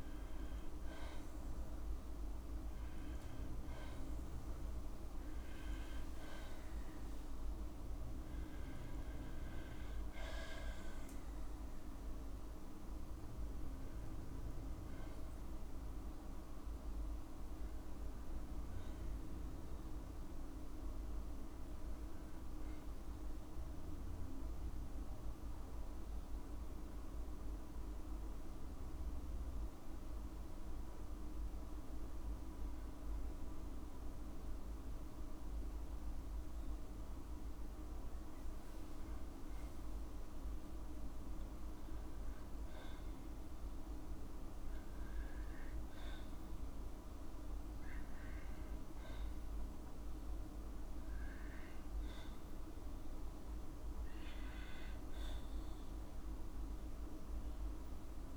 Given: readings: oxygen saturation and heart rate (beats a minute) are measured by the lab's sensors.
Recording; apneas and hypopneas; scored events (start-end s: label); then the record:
breathing in sleep, hard to hear, by a room microphone; none
5.00-7.00 s: long interval between heartbeats (device-marked, heart rate 55 before, 67 extreme)
9.50-13.00 s: arousal
12.50-14.50 s: long interval between heartbeats (device-marked, heart rate 60 before, 69 extreme)
From the record:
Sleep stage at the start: N2 (light sleep); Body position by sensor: on the back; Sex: female